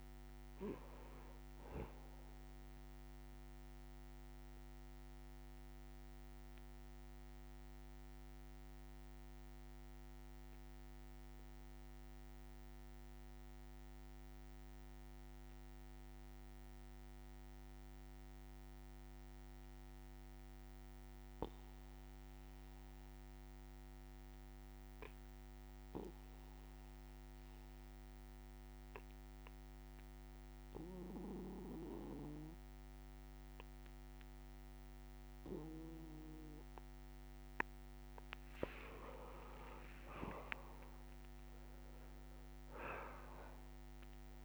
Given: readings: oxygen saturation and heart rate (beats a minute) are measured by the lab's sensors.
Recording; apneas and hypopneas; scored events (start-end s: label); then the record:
breathing in sleep by a microphone on the trachea; 1
0.00-13.50 s: oxygen desaturation (device-marked, oxygen 92% lowest, heart rate 60 extreme)
4.50-37.50 s: obstructive apnea (oxygen 99% before, 88% lowest, heart rate 64 before, 60 extreme, up 4 after)
29.50-44.44 s: oxygen desaturation (device-marked, oxygen 99% before, 88% lowest, heart rate 61 before, 62 extreme)
40.50-44.44 s: new sleep stage, awake
From the record:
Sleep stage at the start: N2 (light sleep); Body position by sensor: on the back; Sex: male